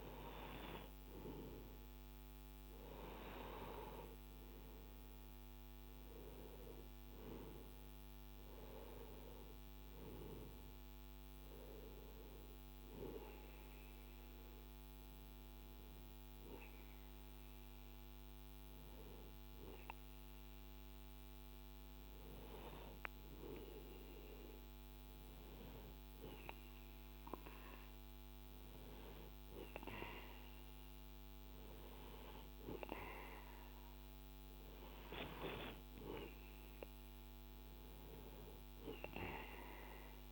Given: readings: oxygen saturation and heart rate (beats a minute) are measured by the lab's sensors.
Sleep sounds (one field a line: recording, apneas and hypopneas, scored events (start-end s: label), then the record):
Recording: breathing in sleep by a microphone on the trachea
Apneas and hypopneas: none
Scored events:
none scored
From the record:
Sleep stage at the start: N2 (light sleep)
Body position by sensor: on the right side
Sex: male